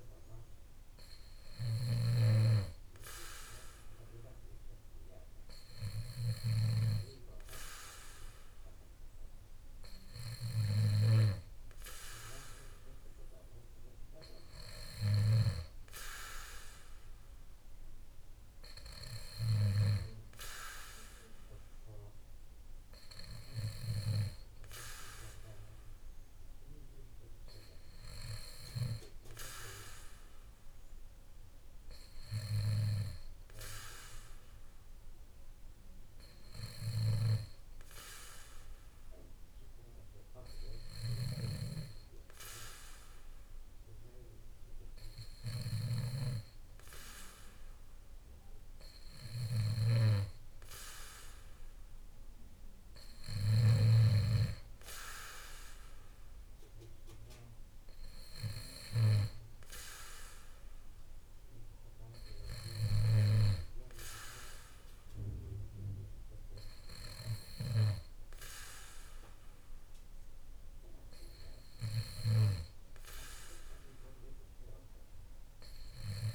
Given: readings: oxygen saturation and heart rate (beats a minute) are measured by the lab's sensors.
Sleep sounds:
breathing in sleep by a room microphone; none
0.00-7.00 s: snoring (device-marked)
45.50-54.00 s: snoring (device-marked)
From the record:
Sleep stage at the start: N2 (light sleep); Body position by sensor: on the back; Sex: male

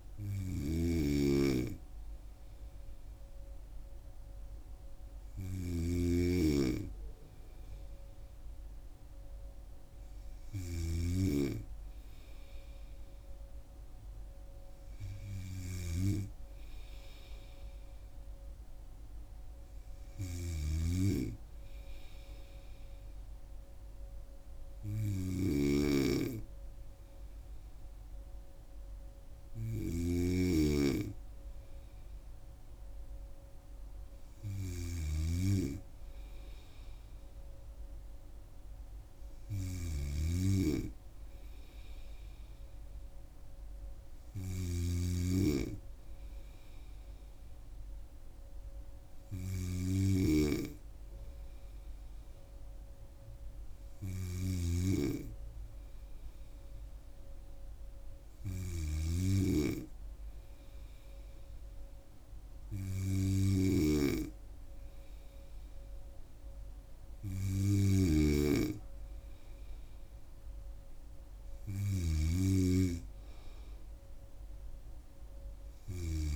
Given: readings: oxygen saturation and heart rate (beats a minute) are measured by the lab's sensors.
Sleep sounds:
breathing in sleep by a room microphone; none
0.00-11.00 s: snoring (device-marked)
20.50-76.36 s: snoring (device-marked)
From the record:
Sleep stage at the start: N2 (light sleep); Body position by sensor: on the right side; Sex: female

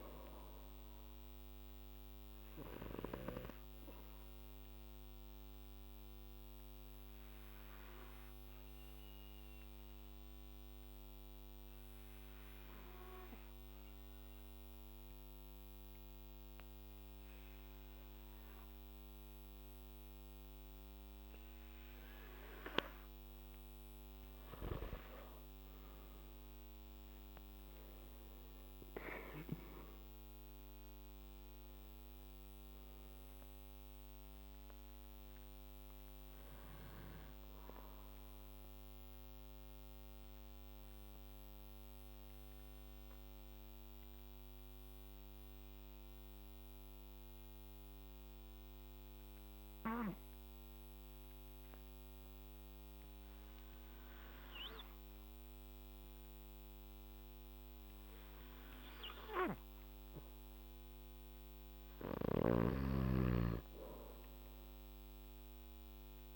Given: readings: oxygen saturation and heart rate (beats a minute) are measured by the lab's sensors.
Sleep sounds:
breathing in sleep by a microphone on the trachea; 2
0.00-20.50 s: oxygen desaturation (device-marked, oxygen 94% lowest, heart rate 58 extreme)
2.50-23.00 s: obstructive apnea (oxygen 98% before, 93% lowest, heart rate 57 before, 58 extreme, up 4 after)
25.50-32.50 s: arousal
38.50-51.50 s: oxygen desaturation (device-marked, oxygen 97% before, 93% lowest, heart rate 62 before, 58 extreme)
40.00-59.00 s: obstructive apnea (oxygen 98% before, 91% lowest, heart rate 62 before, 58 extreme, up 1 after)
61.50-65.50 s: arousal
62.00-66.36 s: snoring (device-marked)
From the record:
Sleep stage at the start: N2 (light sleep); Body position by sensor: on the back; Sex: male

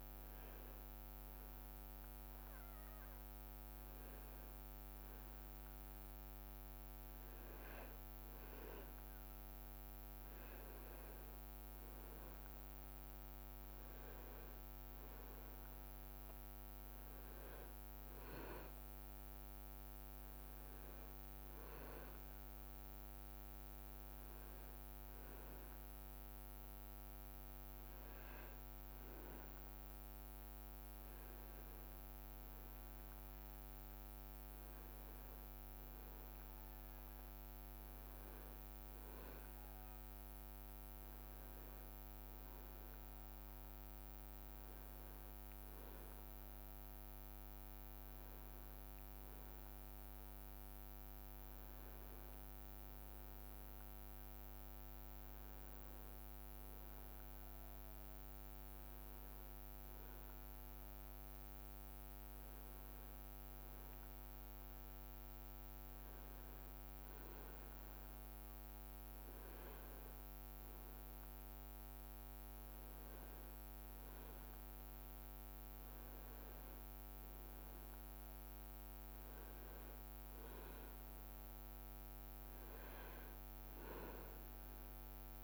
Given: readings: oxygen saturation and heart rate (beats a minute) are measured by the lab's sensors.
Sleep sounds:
breathing in sleep, hard to hear, by a microphone on the trachea; none
47.50-85.44 s: new sleep stage, N2 (light sleep)
From the record:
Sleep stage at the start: N1 (lightest sleep); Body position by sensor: on the back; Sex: male

